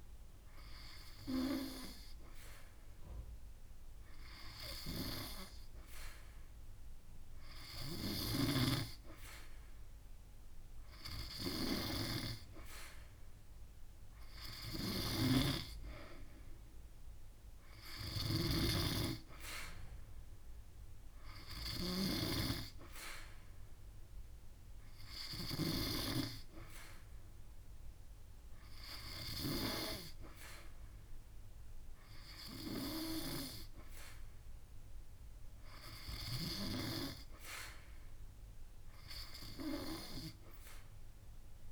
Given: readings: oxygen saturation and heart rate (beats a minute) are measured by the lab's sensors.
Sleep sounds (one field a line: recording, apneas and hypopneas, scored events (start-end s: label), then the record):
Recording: breathing in sleep by a room microphone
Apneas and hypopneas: none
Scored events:
4.50-13.50 s: drop in pulse transit time (device-marked)
18.50-20.50 s: long interval between heartbeats (device-marked)
25.50-33.50 s: drop in pulse transit time (device-marked)
31.50-33.50 s: long interval between heartbeats (device-marked)
From the record:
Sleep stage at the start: N2 (light sleep)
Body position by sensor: on the back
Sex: female